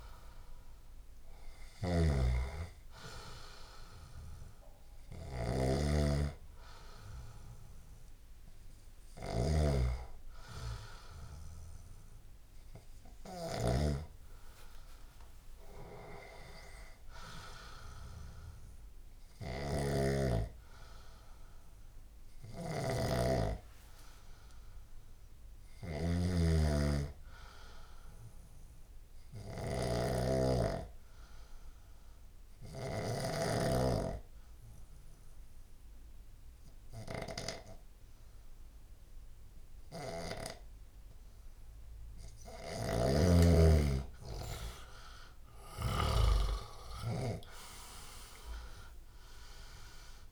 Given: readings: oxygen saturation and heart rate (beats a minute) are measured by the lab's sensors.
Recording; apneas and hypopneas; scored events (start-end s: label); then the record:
breathing in sleep by a room microphone; 1
0.00-33.50 s: snoring (device-marked)
30.50-42.00 s: obstructive apnea (oxygen 96% before, 88% lowest, heart rate 73 before, 70 extreme, up 6 after)
39.00-50.32 s: oxygen desaturation (device-marked, oxygen 96% before, 88% lowest, heart rate 76 before, 71 extreme)
42.50-46.00 s: snoring (device-marked)
45.00-49.50 s: arousal
From the record:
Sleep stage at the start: N2 (light sleep); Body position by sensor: on the left side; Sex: male